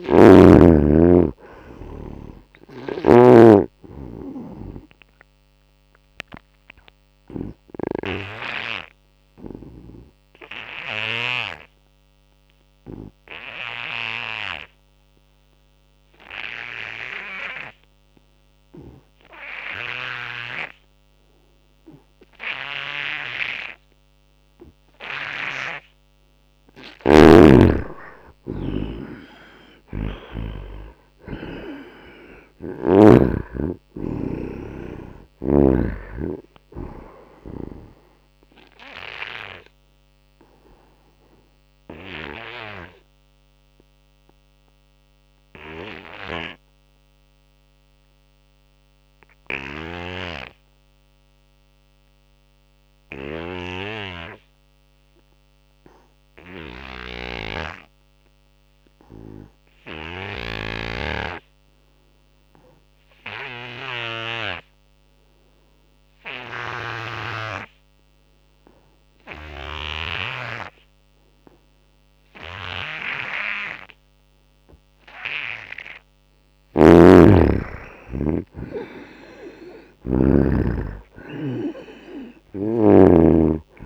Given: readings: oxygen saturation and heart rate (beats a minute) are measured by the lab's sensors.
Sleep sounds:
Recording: breathing in sleep by a microphone on the trachea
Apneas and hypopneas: 2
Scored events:
0.00-1.00 s: arousal
0.00-3.00 s: snoring (device-marked)
0.00-15.50 s: oxygen desaturation (device-marked, oxygen 79% lowest, heart rate 77 extreme)
5.50-25.00 s: obstructive apnea (oxygen 99% before, 79% lowest, heart rate 82 before, 77 extreme, up 7 after)
17.50-45.50 s: oxygen desaturation (device-marked, oxygen 96% before, 79% lowest, heart rate 86 before, 75 extreme)
26.50-33.00 s: snoring (device-marked)
27.00-31.00 s: arousal
38.50-40.50 s: long interval between heartbeats (device-marked, heart rate 82 before, 99 extreme)
39.00-75.00 s: obstructive apnea (oxygen 96% before, 75% lowest, heart rate 82 before, 71 extreme, up 14 after)
61.50-83.86 s: oxygen desaturation (device-marked, oxygen 98% before, 75% lowest, heart rate 85 before, 71 extreme)
76.50-83.00 s: snoring (device-marked)
77.50-82.00 s: arousal
From the record:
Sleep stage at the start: N2 (light sleep)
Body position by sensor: on the right side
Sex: male

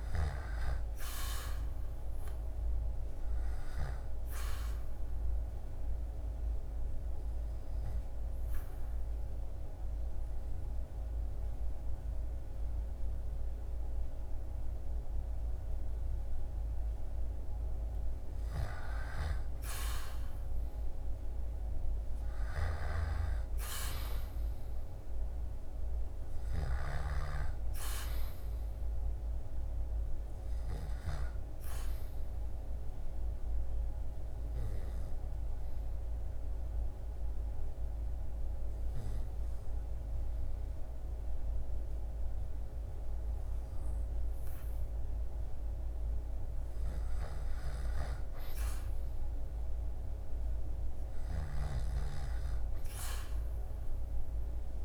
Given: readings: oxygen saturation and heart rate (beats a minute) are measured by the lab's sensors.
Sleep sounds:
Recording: breathing in sleep by a room microphone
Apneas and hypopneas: 2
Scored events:
4.50-16.00 s: obstructive apnea (oxygen 98% before, 93% lowest, heart rate 75 before, 65 extreme, up 6 after)
19.50-23.50 s: arousal
21.50-26.00 s: snoring (device-marked)
31.50-46.00 s: obstructive apnea (oxygen 97% before, 93% lowest, heart rate 74 before, 66 extreme, up 11 after)
46.50-54.85 s: snoring (device-marked)
49.00-54.00 s: arousal
From the record:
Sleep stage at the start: N2 (light sleep)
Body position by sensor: on the back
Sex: male

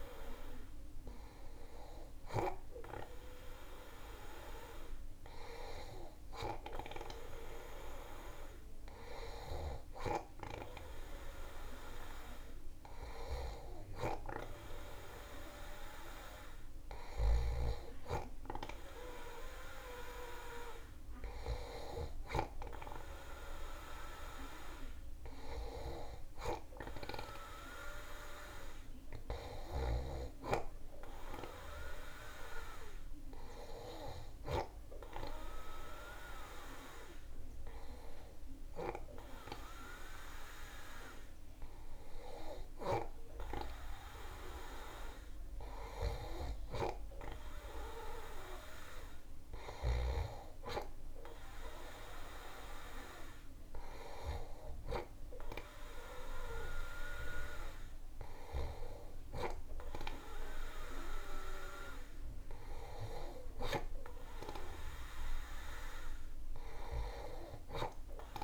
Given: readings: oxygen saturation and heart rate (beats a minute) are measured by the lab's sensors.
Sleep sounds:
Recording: breathing in sleep by a room microphone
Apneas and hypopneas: none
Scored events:
none scored
From the record:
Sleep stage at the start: N2 (light sleep)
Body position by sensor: on the back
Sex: male

